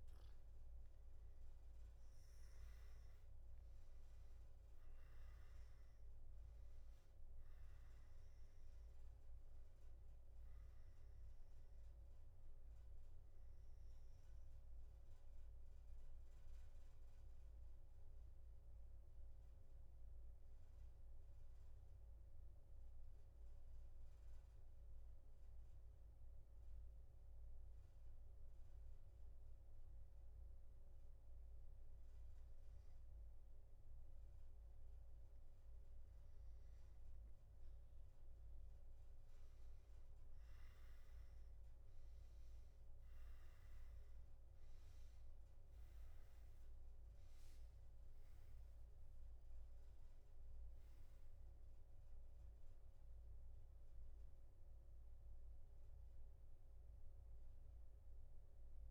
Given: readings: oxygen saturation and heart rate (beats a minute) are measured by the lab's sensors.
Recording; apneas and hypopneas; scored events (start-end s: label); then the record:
breathing in sleep, hard to hear, by a room microphone; none
0.00-25.50 s: oxygen desaturation (device-marked, oxygen 94% lowest, heart rate 68 extreme)
38.50-58.91 s: new sleep stage, N3 (deep sleep)
39.50-51.50 s: oxygen desaturation (device-marked, oxygen 98% before, 94% lowest, heart rate 120 before, 114 extreme)
From the record:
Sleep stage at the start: N2 (light sleep); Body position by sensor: on the back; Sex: male